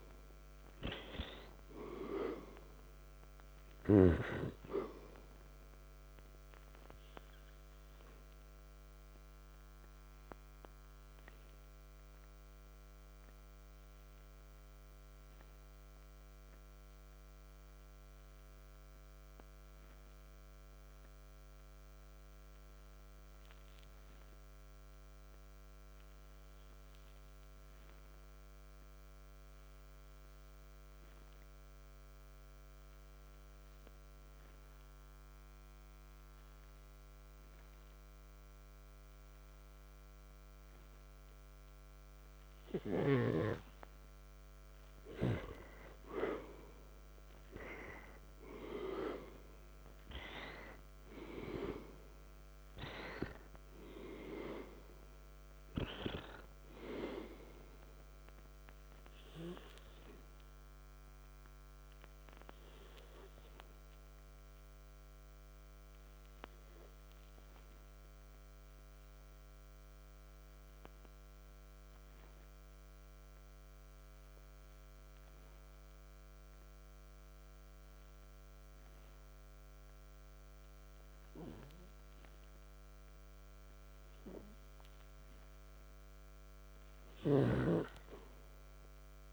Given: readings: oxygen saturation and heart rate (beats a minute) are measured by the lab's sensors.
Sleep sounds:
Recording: breathing in sleep by a microphone on the trachea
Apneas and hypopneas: 2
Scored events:
0.00-1.00 s: arousal
9.00-43.00 s: obstructive apnea (oxygen 97% before, 86% lowest, heart rate 55 before, 48 extreme, up 8 after)
22.50-35.50 s: oxygen desaturation (device-marked, oxygen 93% before, 86% lowest, heart rate 57 before, 48 extreme)
46.00-50.50 s: arousal
59.00-83.50 s: obstructive apnea (oxygen 97% before, 86% lowest, heart rate 53 before, 54 extreme, up 0 after)
71.50-86.50 s: oxygen desaturation (device-marked, oxygen 94% before, 86% lowest, heart rate 59 before, 54 extreme)
86.50-89.32 s: arousal
From the record:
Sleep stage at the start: N2 (light sleep)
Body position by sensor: on the back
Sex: male

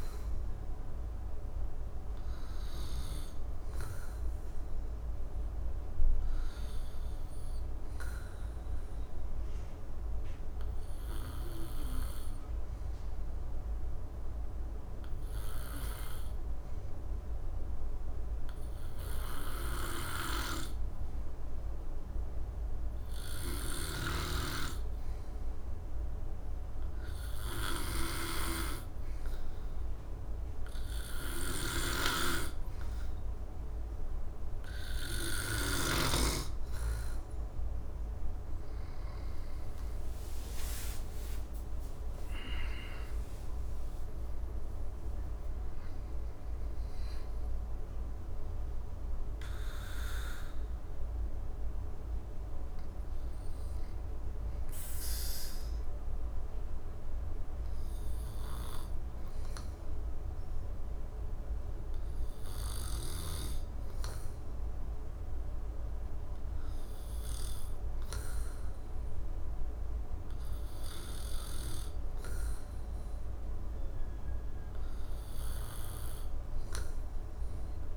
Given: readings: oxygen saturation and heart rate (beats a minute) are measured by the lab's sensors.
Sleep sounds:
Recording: breathing in sleep by a room microphone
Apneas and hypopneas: 1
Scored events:
3.50-34.50 s: obstructive apnea (oxygen 98% before, 90% lowest, heart rate 68 before, 65 extreme, up 7 after)
30.00-63.00 s: oxygen desaturation (device-marked, oxygen 96% before, 90% lowest, heart rate 69 before, 65 extreme)
37.50-41.00 s: arousal
From the record:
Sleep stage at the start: N2 (light sleep)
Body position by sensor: on the back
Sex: male

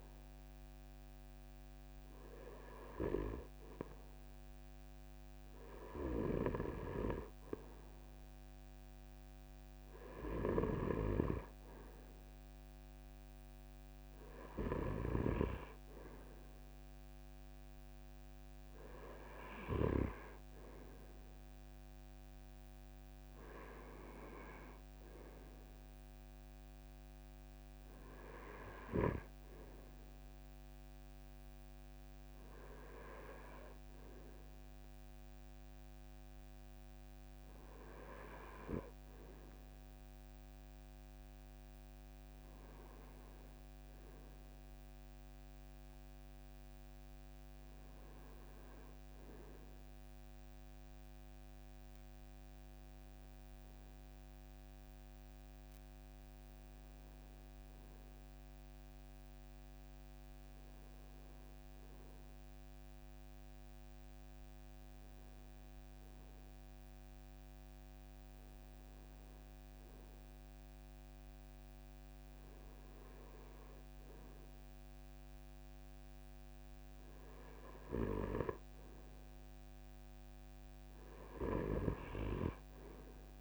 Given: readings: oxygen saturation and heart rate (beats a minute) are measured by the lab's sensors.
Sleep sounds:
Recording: breathing in sleep by a microphone on the trachea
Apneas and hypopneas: none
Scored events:
51.50-53.50 s: long interval between heartbeats (device-marked)
From the record:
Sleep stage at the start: REM sleep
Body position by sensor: on the front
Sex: male

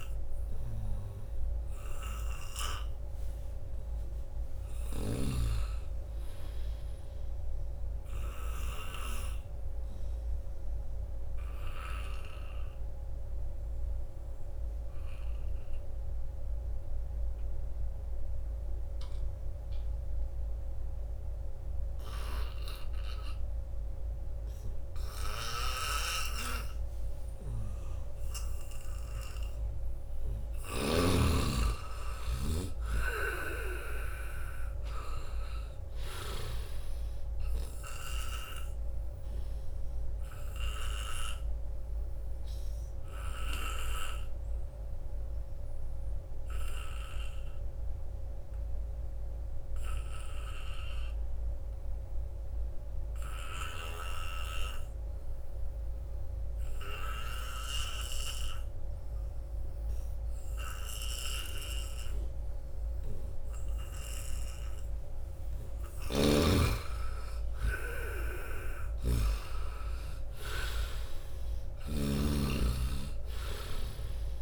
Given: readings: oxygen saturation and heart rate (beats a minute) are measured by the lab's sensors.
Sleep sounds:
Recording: breathing in sleep by a room microphone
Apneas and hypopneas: 2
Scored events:
0.00-8.50 s: oxygen desaturation (device-marked, oxygen 85% lowest, heart rate 81 extreme)
4.50-9.00 s: snoring (device-marked)
8.50-29.00 s: obstructive apnea (oxygen 96% before, 82% lowest, heart rate 84 before, 81 extreme, up 5 after)
27.50-53.50 s: oxygen desaturation (device-marked, oxygen 96% before, 84% lowest, heart rate 85 before, 79 extreme)
29.50-33.00 s: arousal
30.50-36.50 s: snoring (device-marked)
39.00-64.50 s: obstructive apnea (oxygen 96% before, 81% lowest, heart rate 83 before, 79 extreme, up 6 after)
64.50-74.42 s: oxygen desaturation (device-marked, oxygen 97% before, 82% lowest, heart rate 82 before, 81 extreme)
65.50-72.00 s: snoring (device-marked)
66.00-70.00 s: arousal
From the record:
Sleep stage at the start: N2 (light sleep)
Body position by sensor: on the front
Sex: male

